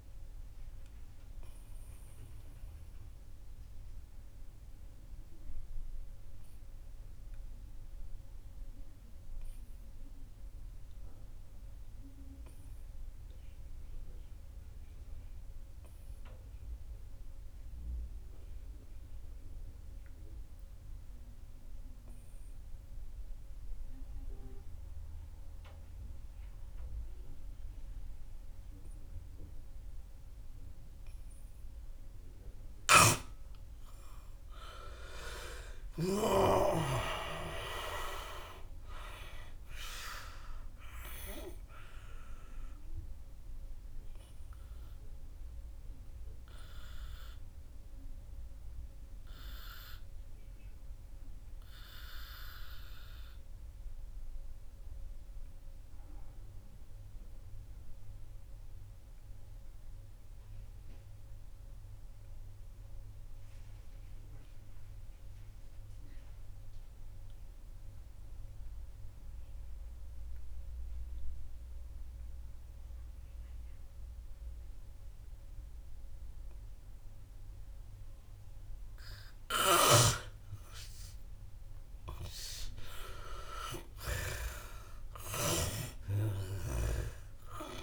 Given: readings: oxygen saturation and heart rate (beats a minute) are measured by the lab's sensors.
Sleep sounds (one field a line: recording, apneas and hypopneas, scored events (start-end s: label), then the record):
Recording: breathing in sleep by a room microphone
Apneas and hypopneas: 2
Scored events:
1.50-32.00 s: obstructive apnea (oxygen 98% before, 88% lowest, heart rate 70 before, 57 extreme, up 10 after)
5.50-22.50 s: oxygen desaturation (device-marked, oxygen 98% before, 89% lowest, heart rate 72 before, 57 extreme)
34.50-39.50 s: arousal
45.50-69.50 s: oxygen desaturation (device-marked, oxygen 98% before, 88% lowest, heart rate 66 before, 53 extreme)
47.00-79.00 s: obstructive apnea (oxygen 100% before, 85% lowest, heart rate 67 before, 53 extreme, up 18 after)
80.00-85.00 s: arousal
From the record:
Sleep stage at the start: N2 (light sleep)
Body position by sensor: on the right side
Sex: male